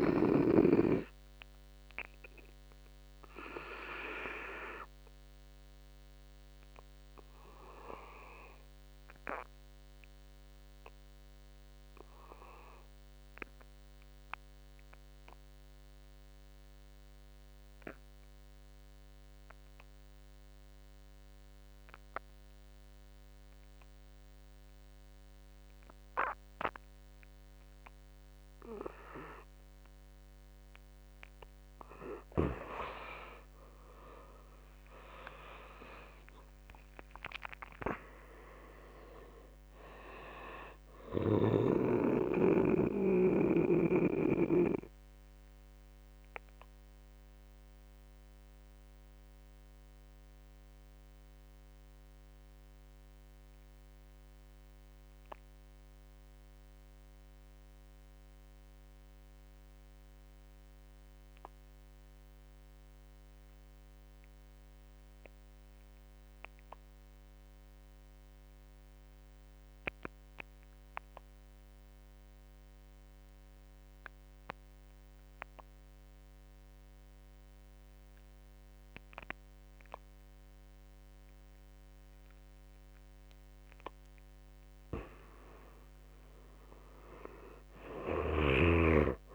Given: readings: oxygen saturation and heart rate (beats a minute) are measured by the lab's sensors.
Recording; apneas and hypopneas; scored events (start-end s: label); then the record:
breathing in sleep by a microphone on the trachea; 2
0.00-17.50 s: oxygen desaturation (device-marked, oxygen 84% lowest, heart rate 51 extreme)
2.00-30.00 s: obstructive apnea (oxygen 98% before, 83% lowest, heart rate 60 before, 49 extreme, up 22 after)
30.50-56.50 s: oxygen desaturation (device-marked, oxygen 95% before, 83% lowest, heart rate 56 before, 49 extreme)
34.00-36.50 s: arousal
36.50-52.50 s: drop in pulse transit time (device-marked, heart rate 58 before, 49 extreme)
44.00-83.00 s: obstructive apnea (oxygen 98% before, 83% lowest, heart rate 66 before, 49 extreme, up 16 after)
74.50-89.35 s: oxygen desaturation (device-marked, oxygen 98% before, 88% lowest, heart rate 57 before, 49 extreme)
86.00-89.35 s: arousal
88.00-89.35 s: snoring (device-marked)
From the record:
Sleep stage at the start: N2 (light sleep); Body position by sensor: on the back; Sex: male